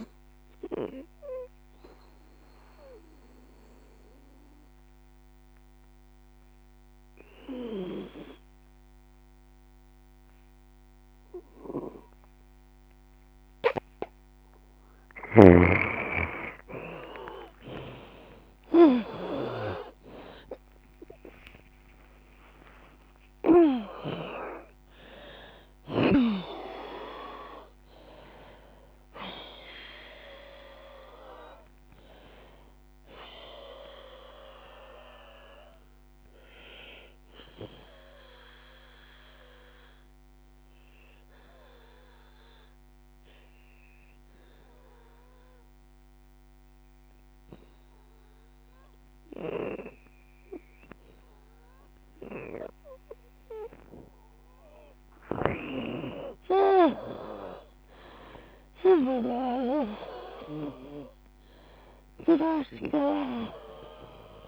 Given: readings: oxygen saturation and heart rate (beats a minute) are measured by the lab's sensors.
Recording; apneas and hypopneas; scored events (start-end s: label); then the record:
breathing in sleep by a microphone on the trachea; 2
0.00-3.00 s: drop in pulse transit time (device-marked, heart rate 78 extreme)
0.00-9.00 s: oxygen desaturation (device-marked, oxygen 85% lowest, heart rate 35 extreme)
1.50-3.00 s: leg movement (device-marked)
1.50-14.00 s: obstructive apnea (oxygen 94% before, 83% lowest, heart rate 80 before, 35 extreme, up 8 after)
16.00-18.00 s: long interval between heartbeats (device-marked, heart rate 78 before, 70 extreme)
17.50-22.50 s: arousal
18.00-26.50 s: leg movement (device-marked)
19.00-25.00 s: bradycardia (device-marked, heart rate 75 before, 35 extreme)
19.00-41.00 s: oxygen desaturation (device-marked, oxygen 94% before, 83% lowest, heart rate 76 before, 36 extreme)
19.00-43.00 s: drop in pulse transit time (device-marked, heart rate 76 before, 35 extreme)
19.50-21.50 s: long interval between heartbeats (device-marked, heart rate 76 before, 65 extreme)
23.00-25.00 s: long interval between heartbeats (device-marked, heart rate 70 before, 42 extreme)
25.00-27.00 s: long interval between heartbeats (device-marked, heart rate 67 before, 53 extreme)
28.00-30.00 s: long interval between heartbeats (device-marked, heart rate 64 before, 69 extreme)
31.00-35.00 s: bradycardia (device-marked, heart rate 75 before, 36 extreme)
37.00-53.00 s: obstructive apnea (oxygen 94% before, 85% lowest, heart rate 59 before, 68 extreme, up 31 after)
39.50-41.50 s: long interval between heartbeats (device-marked, heart rate 58 before, 78 extreme)
41.00-44.00 s: leg movement (device-marked)
42.00-44.00 s: long interval between heartbeats (device-marked, heart rate 60 before, 93 extreme)
45.00-46.50 s: leg movement (device-marked)
45.00-47.00 s: long interval between heartbeats (device-marked, heart rate 68 before, 90 extreme)
53.00-64.48 s: oxygen desaturation (device-marked, oxygen 97% before, 88% lowest, heart rate 74 before, 73 extreme)
53.50-55.50 s: long interval between heartbeats (device-marked, heart rate 74 before, 75 extreme)
55.00-59.50 s: arousal
57.00-64.48 s: drop in pulse transit time (device-marked, heart rate 80 before, 83 extreme)
57.50-59.50 s: long interval between heartbeats (device-marked, heart rate 80 before, 93 extreme)
From the record:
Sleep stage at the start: N2 (light sleep); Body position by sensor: on the back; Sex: female